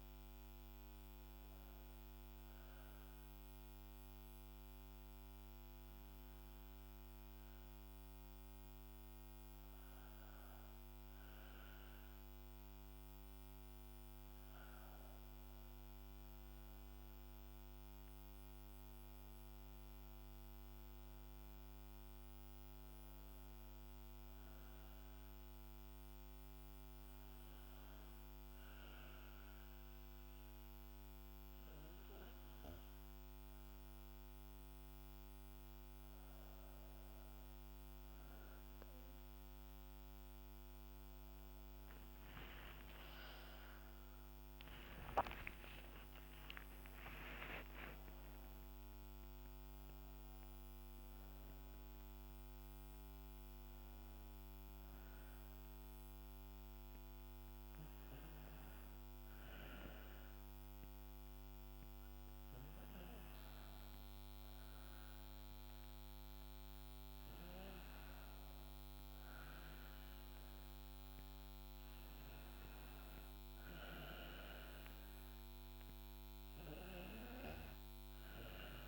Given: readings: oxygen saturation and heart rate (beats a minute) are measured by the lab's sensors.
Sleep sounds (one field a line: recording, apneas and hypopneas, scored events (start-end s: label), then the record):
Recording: breathing in sleep by a microphone on the trachea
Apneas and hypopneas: 1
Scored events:
0.00-3.00 s: oxygen desaturation (device-marked, oxygen 93% lowest, heart rate 61 extreme)
16.50-21.00 s: arousal
18.00-29.00 s: oxygen desaturation (device-marked, oxygen 96% before, 92% lowest, heart rate 63 before, 64 extreme)
26.50-37.50 s: hypopnea (oxygen 96% before, 91% lowest, heart rate 64 before, 61 extreme, up 5 after)
40.50-46.50 s: arousal
From the record:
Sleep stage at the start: N2 (light sleep)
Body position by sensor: on the back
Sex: female